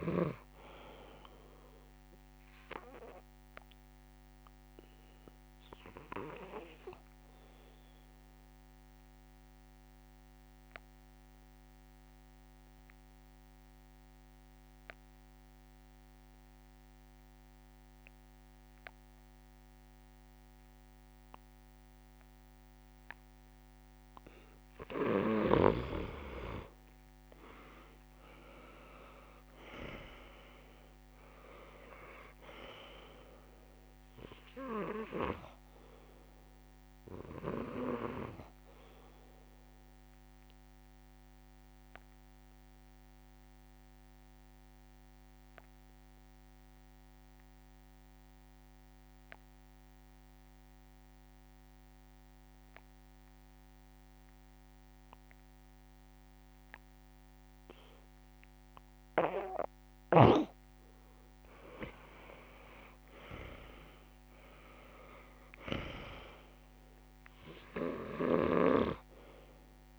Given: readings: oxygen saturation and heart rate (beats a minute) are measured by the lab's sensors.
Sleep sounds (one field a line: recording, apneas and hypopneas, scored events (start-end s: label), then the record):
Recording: breathing in sleep by a microphone on the trachea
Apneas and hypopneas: 2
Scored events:
0.00-15.00 s: oxygen desaturation (device-marked, oxygen 88% lowest)
3.00-23.50 s: obstructive apnea (oxygen 99% before, 88% lowest)
25.50-27.50 s: arousal
27.00-49.00 s: oxygen desaturation (device-marked, oxygen 99% before, 90% lowest)
40.50-59.00 s: obstructive apnea (oxygen 99% before, 89% lowest)
57.00-69.98 s: oxygen desaturation (device-marked, oxygen 98% before, 89% lowest)
63.00-66.50 s: arousal
From the record:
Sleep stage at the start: N2 (light sleep)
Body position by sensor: on the back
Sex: male